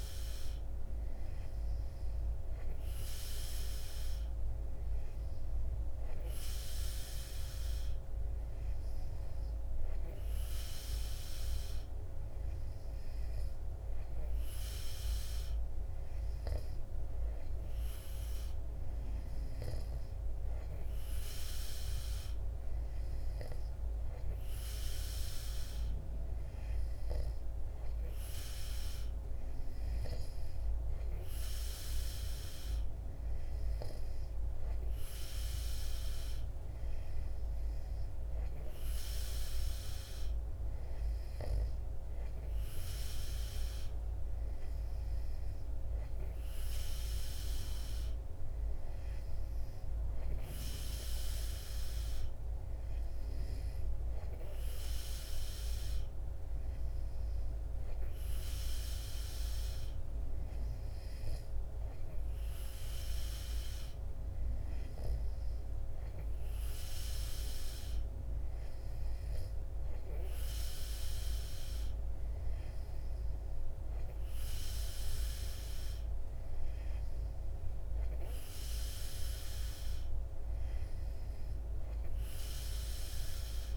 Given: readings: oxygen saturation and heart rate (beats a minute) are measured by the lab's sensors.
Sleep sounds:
breathing in sleep, hard to hear, by a room microphone; none
none scored
From the record:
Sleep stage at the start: N2 (light sleep); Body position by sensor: on the back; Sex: male

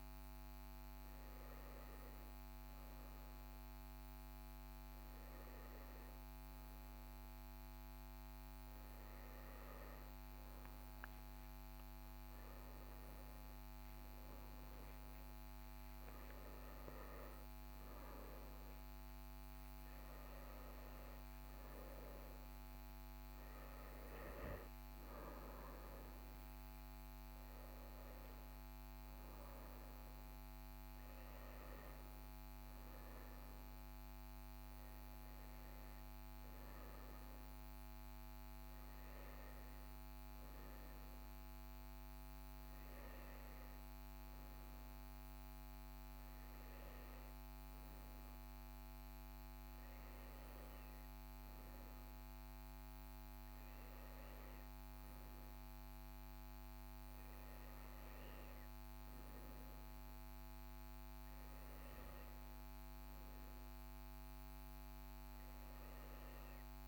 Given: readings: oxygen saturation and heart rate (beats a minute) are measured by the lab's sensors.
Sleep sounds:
breathing in sleep, hard to hear, by a microphone on the trachea; none
11.00-16.00 s: arousal
From the record:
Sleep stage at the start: N1 (lightest sleep); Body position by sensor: on the right side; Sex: male

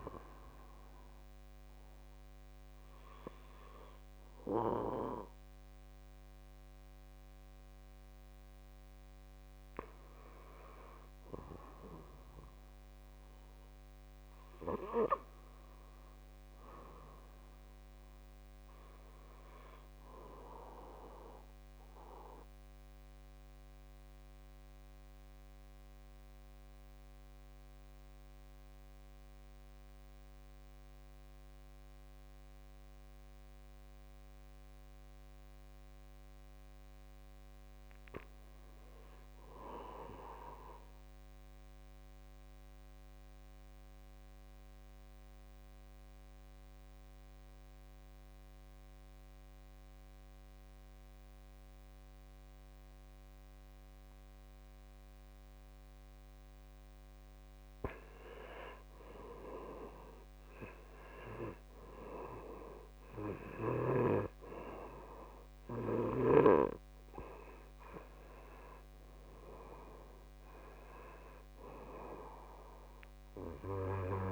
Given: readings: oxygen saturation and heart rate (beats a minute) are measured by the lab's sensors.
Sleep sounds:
breathing in sleep by a microphone on the trachea; 2
21.00-35.00 s: obstructive apnea (oxygen 96% before, 86% lowest, heart rate 59 before, 53 extreme, up 9 after)
37.00-39.50 s: arousal
41.50-56.50 s: obstructive apnea (oxygen 96% before, 83% lowest, heart rate 56 before, 56 extreme, up 6 after)
42.50-56.50 s: oxygen desaturation (device-marked, oxygen 96% before, 90% lowest, heart rate 56 before, 56 extreme)
58.50-62.00 s: arousal
58.50-74.32 s: oxygen desaturation (device-marked, oxygen 94% before, 86% lowest, heart rate 61 before, 54 extreme)
From the record:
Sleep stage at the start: N2 (light sleep); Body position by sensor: on the back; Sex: male

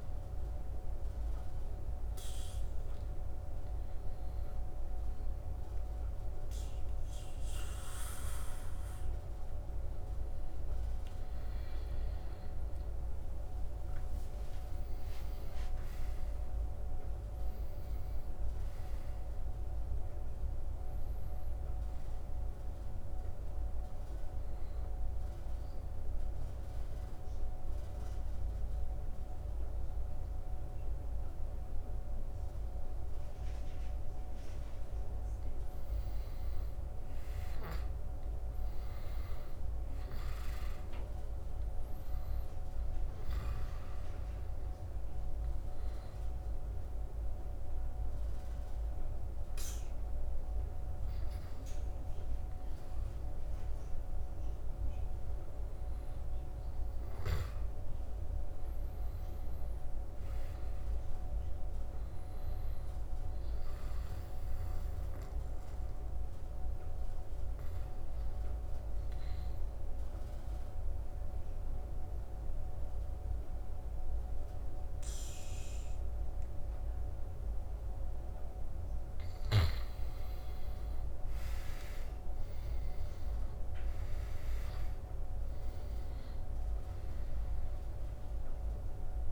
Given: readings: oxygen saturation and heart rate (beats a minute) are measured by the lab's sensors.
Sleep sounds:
breathing in sleep, hard to hear, by a room microphone; 4
0.00-12.00 s: oxygen desaturation (device-marked, oxygen 87% lowest, heart rate 71 extreme)
0.50-13.00 s: hypopnea (oxygen 95% before, 87% lowest, heart rate 79 before, 71 extreme, up 11 after)
13.50-18.50 s: arousal
24.50-35.50 s: obstructive apnea (oxygen 96% before, 83% lowest, heart rate 81 before, 71 extreme, up 7 after)
37.50-41.00 s: arousal
40.00-53.00 s: oxygen desaturation (device-marked, oxygen 96% before, 87% lowest, heart rate 77 before, 72 extreme)
45.50-56.50 s: obstructive apnea (oxygen 96% before, 82% lowest, heart rate 76 before, 71 extreme, up 7 after)
58.00-61.50 s: arousal
64.50-78.50 s: obstructive apnea (oxygen 96% before, 82% lowest, heart rate 79 before, 71 extreme, up 11 after)
66.00-77.00 s: oxygen desaturation (device-marked, oxygen 96% before, 90% lowest, heart rate 79 before, 71 extreme)
79.00-89.32 s: oxygen desaturation (device-marked, oxygen 96% before, 82% lowest, heart rate 78 before, 73 extreme)
82.00-88.50 s: arousal
From the record:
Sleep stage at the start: N2 (light sleep); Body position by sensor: on the back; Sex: male

